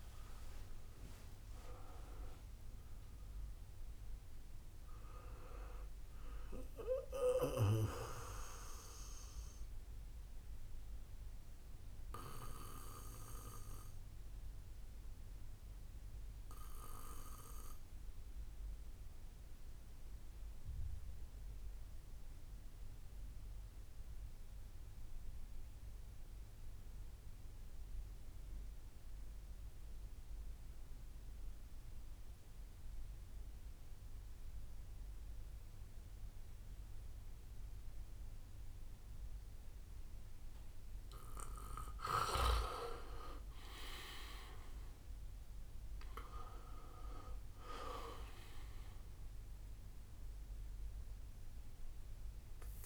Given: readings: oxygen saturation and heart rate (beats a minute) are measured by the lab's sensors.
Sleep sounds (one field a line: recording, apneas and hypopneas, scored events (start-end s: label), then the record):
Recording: breathing in sleep by a room microphone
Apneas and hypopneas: 1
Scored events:
0.00-9.50 s: drop in pulse transit time (device-marked, heart rate 58 extreme)
0.00-14.50 s: oxygen desaturation (device-marked, oxygen 86% lowest, heart rate 53 extreme)
1.00-3.00 s: long interval between heartbeats (device-marked, heart rate 67 before, 106 extreme)
5.50-33.50 s: bradycardia (device-marked, heart rate 66 before, 53 extreme)
6.50-40.50 s: obstructive apnea (oxygen 98% before, 86% lowest, heart rate 79 before, 53 extreme, up 10 after)
33.50-52.86 s: oxygen desaturation (device-marked, oxygen 99% before, 86% lowest, heart rate 58 before, 53 extreme)
34.50-37.50 s: bradycardia (device-marked, heart rate 65 before, 58 extreme)
43.50-48.50 s: arousal
44.50-52.86 s: drop in pulse transit time (device-marked, heart rate 59 before, 62 extreme)
From the record:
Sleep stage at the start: N2 (light sleep)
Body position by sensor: on the back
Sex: male